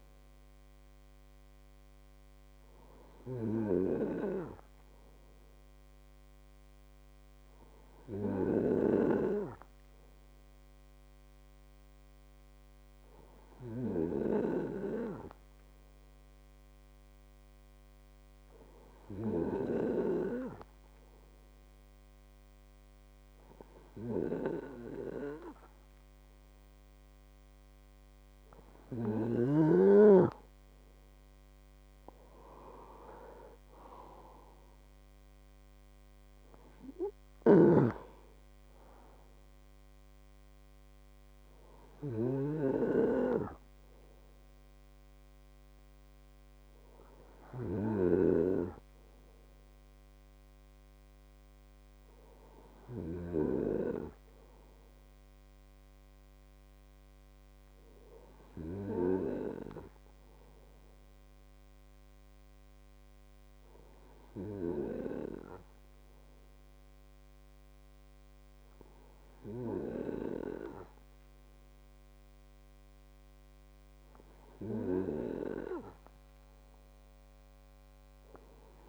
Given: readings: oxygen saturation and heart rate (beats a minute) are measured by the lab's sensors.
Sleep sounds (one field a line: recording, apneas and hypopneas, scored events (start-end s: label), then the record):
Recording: breathing in sleep by a microphone on the trachea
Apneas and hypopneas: 1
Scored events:
11.50-31.00 s: hypopnea (oxygen 97% before, 95% lowest, heart rate 55 before, 48 extreme, up 10 after)
32.50-35.50 s: arousal
From the record:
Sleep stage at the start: N2 (light sleep)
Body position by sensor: on the right side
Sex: male